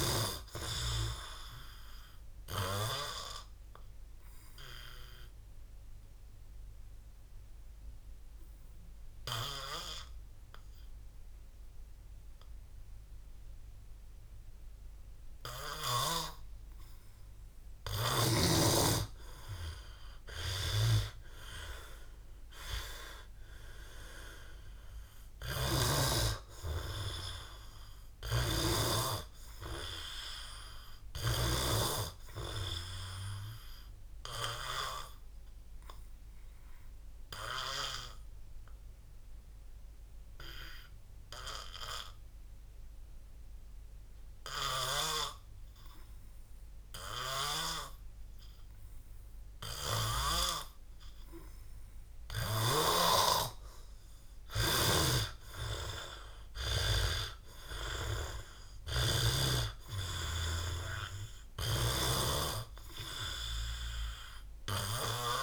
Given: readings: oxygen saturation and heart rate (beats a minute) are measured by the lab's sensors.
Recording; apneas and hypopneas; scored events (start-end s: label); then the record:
breathing in sleep by a room microphone; 2
4.00-15.50 s: obstructive apnea (oxygen 99% before, 91% lowest, heart rate 63 before, 61 extreme, up 21 after)
5.00-21.00 s: oxygen desaturation (device-marked, oxygen 99% before, 91% lowest, heart rate 63 before, 61 extreme)
21.00-25.50 s: arousal
28.00-31.50 s: snoring (device-marked)
33.00-41.00 s: oxygen desaturation (device-marked, oxygen 98% before, 93% lowest, heart rate 80 before, 65 extreme)
36.00-46.00 s: obstructive apnea (oxygen 98% before, 91% lowest, heart rate 84 before, 59 extreme)
52.50-57.00 s: snoring (device-marked)
53.50-58.50 s: arousal
From the record:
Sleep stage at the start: N2 (light sleep); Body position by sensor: on the back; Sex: male